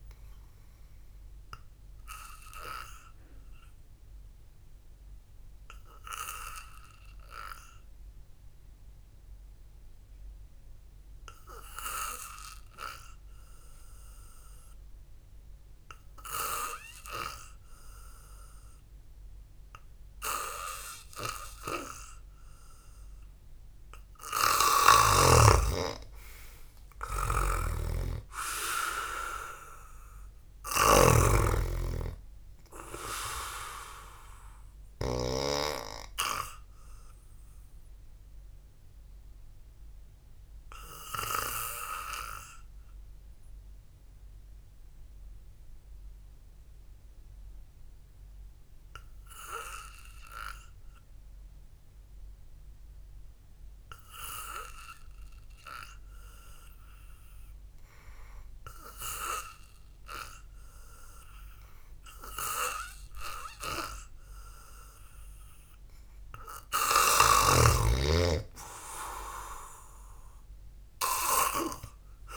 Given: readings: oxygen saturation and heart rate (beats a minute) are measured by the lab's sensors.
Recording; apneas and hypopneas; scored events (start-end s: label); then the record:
breathing in sleep by a room microphone; 2
1.50-23.50 s: obstructive apnea (oxygen 98% before, 92% lowest, heart rate 58 before, 53 extreme, up 2 after)
25.50-29.00 s: arousal
28.00-36.00 s: snoring (device-marked)
29.00-31.00 s: long interval between heartbeats (device-marked, heart rate 60 before, 60 extreme)
30.50-41.50 s: oxygen desaturation (device-marked, oxygen 97% before, 92% lowest, heart rate 60 before, 56 extreme)
39.00-58.00 s: obstructive apnea (oxygen 97% before, 91% lowest, heart rate 58 before, 52 extreme)
59.00-62.50 s: arousal
64.00-68.00 s: snoring (device-marked)
From the record:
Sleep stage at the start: N2 (light sleep); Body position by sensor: on the back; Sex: male